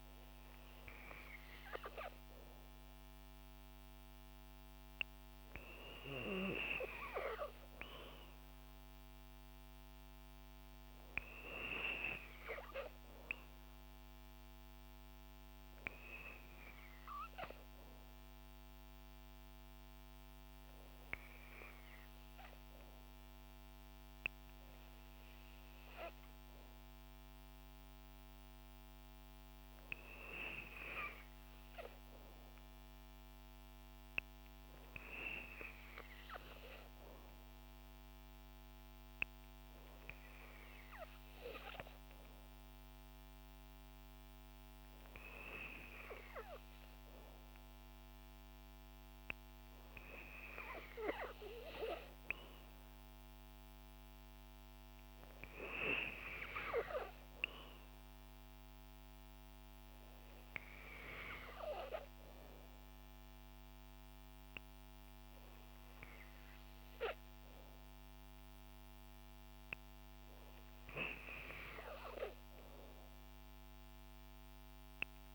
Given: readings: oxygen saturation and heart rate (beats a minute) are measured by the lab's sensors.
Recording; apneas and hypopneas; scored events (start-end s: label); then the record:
breathing in sleep by a microphone on the trachea; none
none scored
From the record:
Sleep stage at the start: N3 (deep sleep); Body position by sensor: on the back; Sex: female